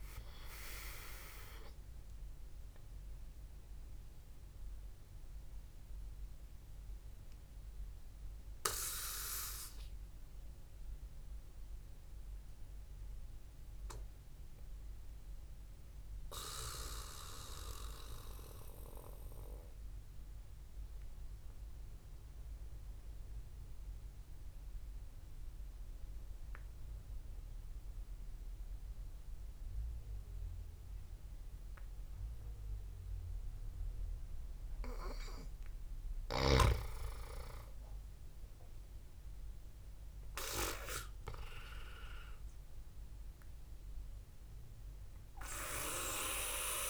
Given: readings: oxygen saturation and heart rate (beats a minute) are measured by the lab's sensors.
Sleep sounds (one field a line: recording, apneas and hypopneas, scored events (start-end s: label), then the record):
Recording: breathing in sleep by a room microphone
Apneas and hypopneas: 1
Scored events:
0.00-4.50 s: oxygen desaturation (device-marked, oxygen 94% lowest, heart rate 59 extreme)
4.50-34.50 s: obstructive apnea (oxygen 99% before, 91% lowest, heart rate 68 before, 58 extreme, up 7 after)
10.50-14.50 s: oxygen desaturation (device-marked, oxygen 95% before, 91% lowest, heart rate 68 before, 62 extreme)
37.50-42.00 s: arousal
41.50-46.90 s: oxygen desaturation (device-marked, oxygen 98% before, 92% lowest, heart rate 67 before, 58 extreme)
From the record:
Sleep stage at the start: N2 (light sleep)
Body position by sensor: on the back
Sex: male